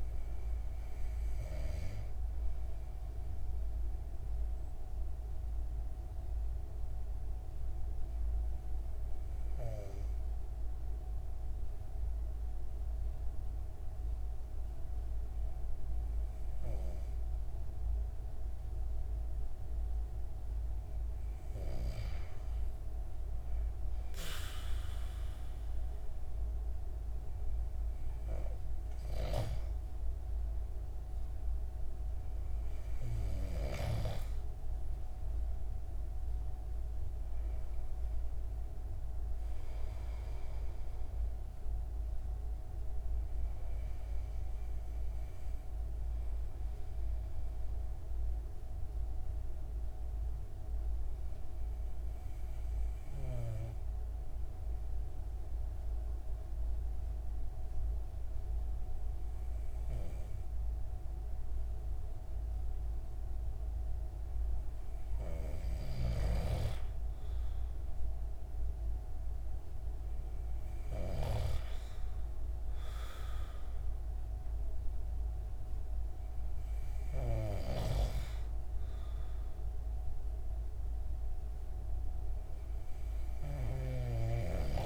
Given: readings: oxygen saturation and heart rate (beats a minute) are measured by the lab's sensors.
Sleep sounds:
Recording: breathing in sleep by a room microphone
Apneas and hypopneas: 2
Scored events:
0.00-15.50 s: oxygen desaturation (device-marked, oxygen 92% lowest, heart rate 129 extreme)
3.00-21.50 s: obstructive apnea (oxygen 98% before, 93% lowest, heart rate 184 before, 129 extreme, up 24 after)
25.50-29.00 s: arousal
46.00-64.50 s: obstructive apnea (oxygen 97% before, 93% lowest, heart rate 161 before, 138 extreme, up 42 after)
68.50-73.50 s: arousal
From the record:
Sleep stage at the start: N2 (light sleep)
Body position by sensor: on the back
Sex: male

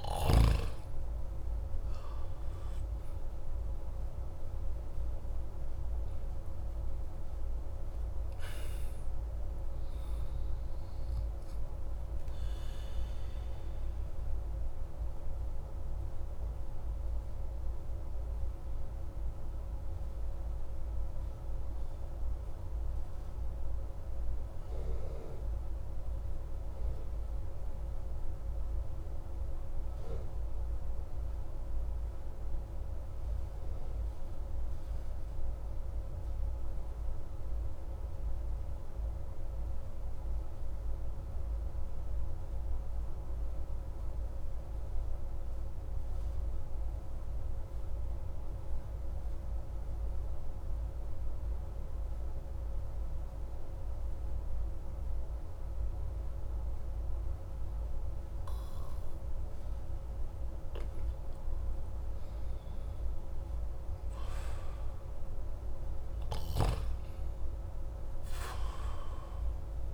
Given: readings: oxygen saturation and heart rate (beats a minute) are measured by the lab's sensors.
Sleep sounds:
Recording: breathing in sleep, hard to hear, by a room microphone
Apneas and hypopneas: 1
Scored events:
1.50-7.00 s: arousal
1.50-33.50 s: oxygen desaturation (device-marked, oxygen 96% before, 92% lowest)
13.00-59.50 s: obstructive apnea (oxygen 97% before, 92% lowest)
61.50-66.00 s: arousal
From the record:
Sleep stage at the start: N2 (light sleep)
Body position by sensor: on the back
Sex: male

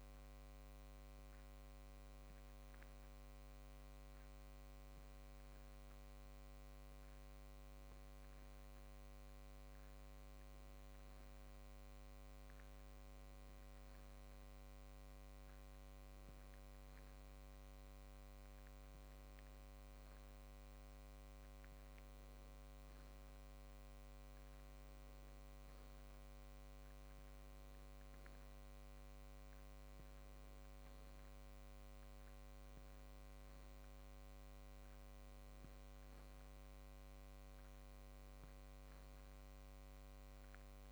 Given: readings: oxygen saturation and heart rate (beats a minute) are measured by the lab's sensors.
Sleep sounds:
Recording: breathing in sleep, hard to hear, by a microphone on the trachea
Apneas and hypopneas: none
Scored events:
none scored
From the record:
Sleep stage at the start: N1 (lightest sleep)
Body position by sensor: on the back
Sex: male

